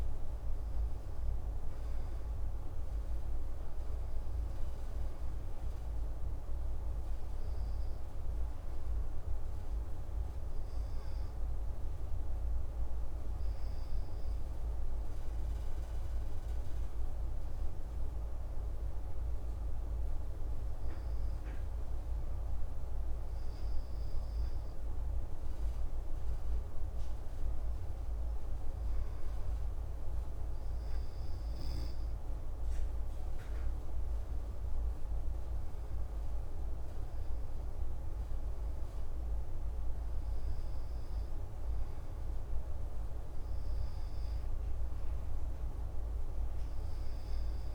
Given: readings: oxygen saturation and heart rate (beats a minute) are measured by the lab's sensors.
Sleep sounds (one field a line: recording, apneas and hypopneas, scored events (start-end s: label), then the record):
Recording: breathing in sleep, hard to hear, by a room microphone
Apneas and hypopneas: 1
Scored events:
7.50-26.00 s: hypopnea (oxygen 97% before, 94% lowest)
33.00-38.00 s: arousal
From the record:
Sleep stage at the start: N2 (light sleep)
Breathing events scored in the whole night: 182 in 5.9 hours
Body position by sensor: on the back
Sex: male